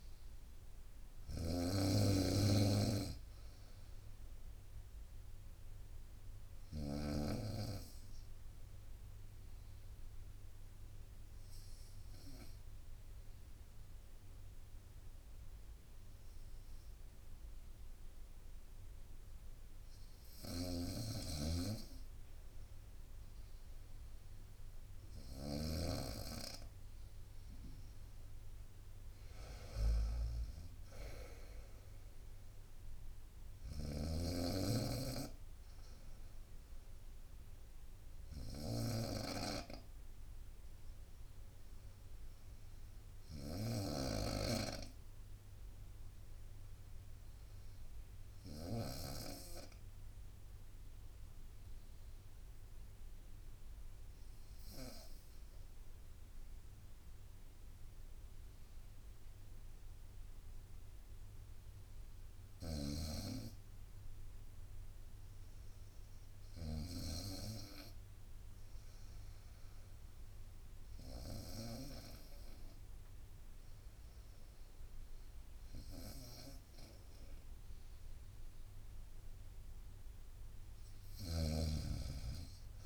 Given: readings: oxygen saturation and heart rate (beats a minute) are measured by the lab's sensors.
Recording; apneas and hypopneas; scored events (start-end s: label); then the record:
breathing in sleep by a room microphone; 2
0.00-7.00 s: snoring (device-marked)
0.00-11.00 s: oxygen desaturation (device-marked, oxygen 92% lowest, heart rate 60 extreme)
7.00-21.00 s: obstructive apnea (oxygen 96% before, 92% lowest, heart rate 65 before, 60 extreme, up 1 after)
20.00-25.50 s: snoring (device-marked)
25.50-30.00 s: arousal
33.50-43.50 s: snoring (device-marked)
35.00-55.00 s: oxygen desaturation (device-marked, oxygen 97% before, 93% lowest, heart rate 61 before, 58 extreme)
39.00-78.00 s: obstructive apnea (oxygen 97% before, 85% lowest, heart rate 62 before, 58 extreme, up 4 after)
56.00-64.00 s: bradycardia (device-marked, heart rate 65 before, 58 extreme)
62.50-67.00 s: snoring (device-marked)
80.50-82.86 s: arousal
81.00-82.86 s: oxygen desaturation (device-marked, oxygen 93% before, 85% lowest, heart rate 60 before, 62 extreme)
81.00-82.86 s: snoring (device-marked)
From the record:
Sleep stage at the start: N2 (light sleep); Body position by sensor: on the right side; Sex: female